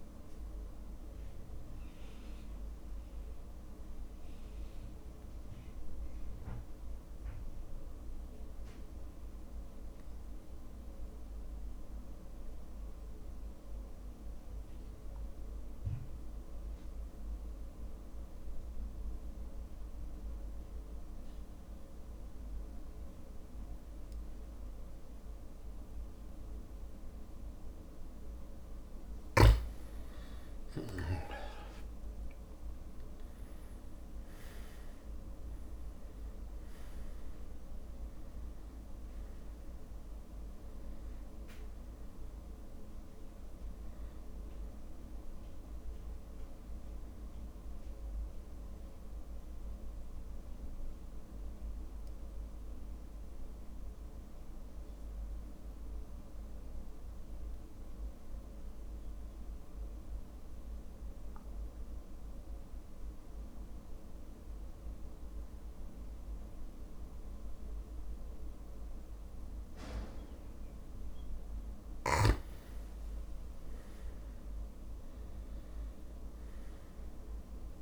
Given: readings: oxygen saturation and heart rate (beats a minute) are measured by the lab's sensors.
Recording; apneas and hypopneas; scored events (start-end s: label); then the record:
breathing in sleep, hard to hear, by a room microphone; 2
0.00-17.00 s: oxygen desaturation (device-marked, oxygen 93% lowest)
3.00-28.00 s: mixed apnea (oxygen 99% before, 92% lowest)
30.00-32.50 s: arousal
37.00-62.00 s: oxygen desaturation (device-marked, oxygen 99% before, 92% lowest)
49.50-72.00 s: mixed apnea (oxygen 99% before, 92% lowest)
73.50-76.50 s: arousal
From the record:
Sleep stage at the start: N2 (light sleep); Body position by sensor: on the back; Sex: male